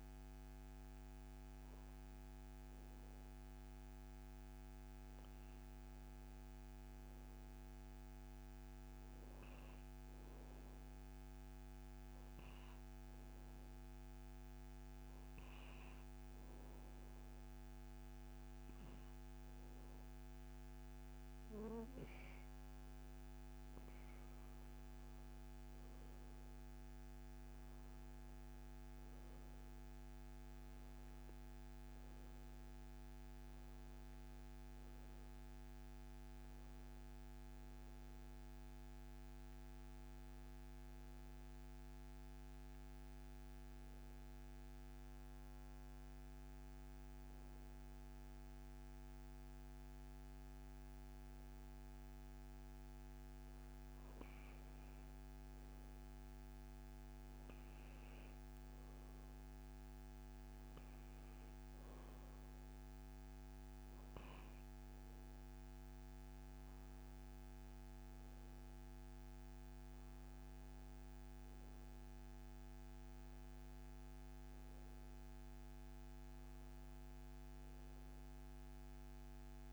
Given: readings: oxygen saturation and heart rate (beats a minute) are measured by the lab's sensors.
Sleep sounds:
breathing in sleep, hard to hear, by a microphone on the trachea; 2
0.00-1.00 s: oxygen desaturation (device-marked, oxygen 88% lowest, heart rate 64 extreme)
11.50-23.00 s: obstructive apnea (oxygen 96% before, 87% lowest, heart rate 70 before, 66 extreme, up 11 after)
25.00-30.00 s: arousal
27.00-42.00 s: oxygen desaturation (device-marked, oxygen 94% before, 87% lowest, heart rate 69 before, 63 extreme)
43.50-54.50 s: obstructive apnea (oxygen 94% before, 90% lowest, heart rate 75 before, 63 extreme, up 6 after)
56.50-61.00 s: arousal
62.00-75.00 s: oxygen desaturation (device-marked, oxygen 96% before, 90% lowest, heart rate 68 before, 63 extreme)
From the record:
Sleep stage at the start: N2 (light sleep); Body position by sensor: on the back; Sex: male

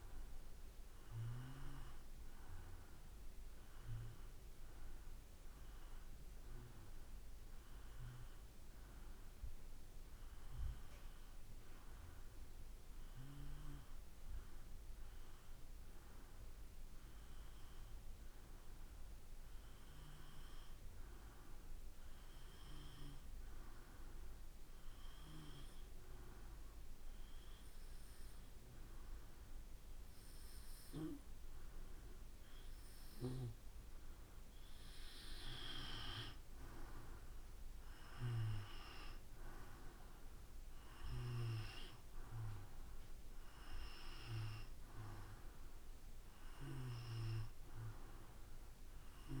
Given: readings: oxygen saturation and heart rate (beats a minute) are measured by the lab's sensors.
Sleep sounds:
breathing in sleep by a room microphone; 1
3.00-33.50 s: hypopnea (oxygen 95% before, 91% lowest, heart rate 59 before, 56 extreme, up 1 after)
37.00-41.00 s: arousal
From the record:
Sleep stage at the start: N2 (light sleep); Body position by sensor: on the back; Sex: male

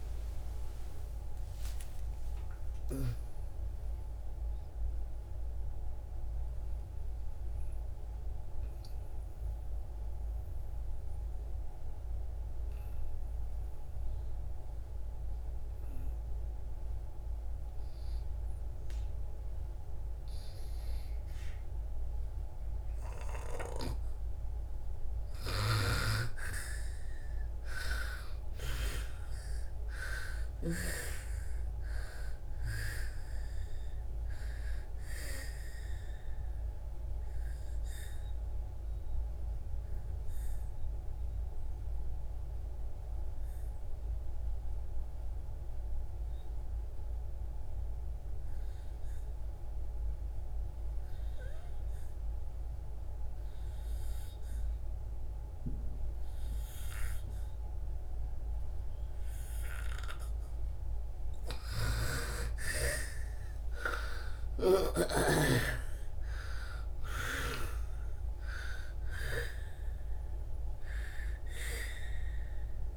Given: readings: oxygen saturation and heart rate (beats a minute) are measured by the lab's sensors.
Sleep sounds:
breathing in sleep by a room microphone; 2
0.00-5.50 s: oxygen desaturation (device-marked, oxygen 87% lowest)
5.50-24.00 s: obstructive apnea (oxygen 97% before, 82% lowest)
11.50-22.50 s: oxygen desaturation (device-marked, oxygen 91% before, 84% lowest)
24.50-49.50 s: oxygen desaturation (device-marked, oxygen 98% before, 87% lowest)
29.00-33.50 s: arousal
37.00-60.00 s: obstructive apnea (oxygen 98% before, 82% lowest)
55.50-72.97 s: oxygen desaturation (device-marked, oxygen 97% before, 82% lowest)
62.50-66.50 s: arousal
From the record:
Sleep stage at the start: N2 (light sleep); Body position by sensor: on the back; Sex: female

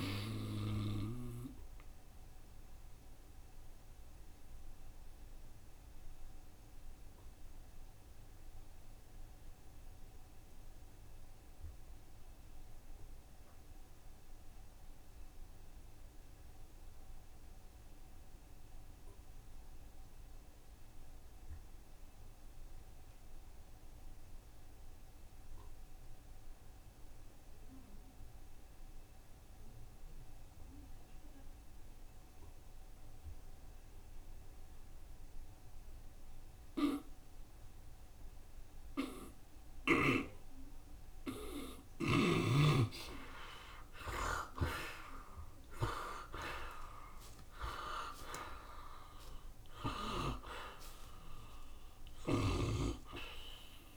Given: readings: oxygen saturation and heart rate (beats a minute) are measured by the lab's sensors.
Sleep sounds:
breathing in sleep by a room microphone; 1
0.00-23.00 s: oxygen desaturation (device-marked, oxygen 60% lowest, heart rate 65 extreme)
2.00-40.00 s: obstructive apnea (oxygen 81% before, 59% lowest, heart rate 69 before, 66 extreme, up 14 after)
9.00-53.97 s: new sleep stage, N2 (light sleep)
9.50-11.50 s: long interval between heartbeats (device-marked, heart rate 71 before, 78 extreme)
25.00-53.97 s: oxygen desaturation (device-marked, oxygen 87% before, 59% lowest, heart rate 71 before, 66 extreme)
43.50-48.00 s: arousal
45.00-47.00 s: long interval between heartbeats (device-marked, heart rate 68 before, 79 extreme)
From the record:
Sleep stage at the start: N1 (lightest sleep); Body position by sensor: on the right side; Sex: male

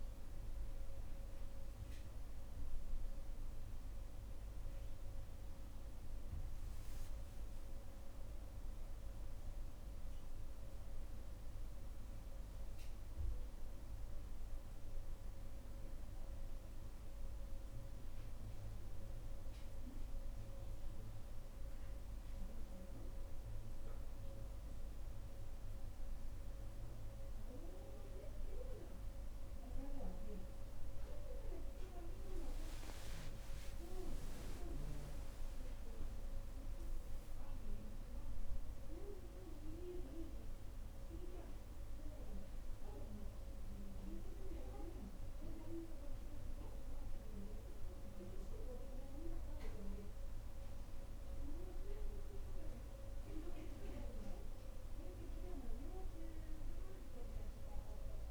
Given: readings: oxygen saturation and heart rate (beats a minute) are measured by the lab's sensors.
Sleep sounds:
breathing in sleep by a room microphone; 1
2.00-58.31 s: new sleep stage, N2 (light sleep)
16.50-28.50 s: hypopnea (oxygen 94% before, 92% lowest, heart rate 67 before, 62 extreme, up 8 after)
31.00-35.50 s: arousal
From the record:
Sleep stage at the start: N1 (lightest sleep); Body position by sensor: on the right side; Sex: female

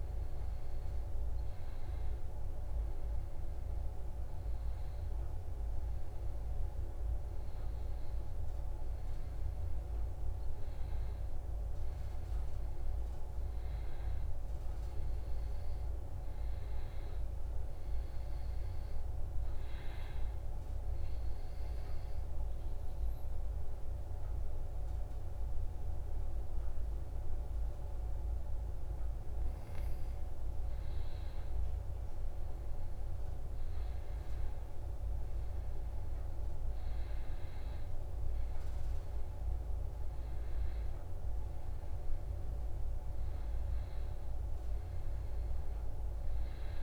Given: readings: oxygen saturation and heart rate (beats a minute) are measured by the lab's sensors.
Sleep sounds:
breathing in sleep, hard to hear, by a room microphone; 1
12.50-17.00 s: arousal
20.50-30.50 s: obstructive apnea (oxygen 97% before, 94% lowest, heart rate 69 before, 63 extreme, up 4 after)
32.50-36.50 s: arousal
From the record:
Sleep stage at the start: N1 (lightest sleep); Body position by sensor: on the back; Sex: male

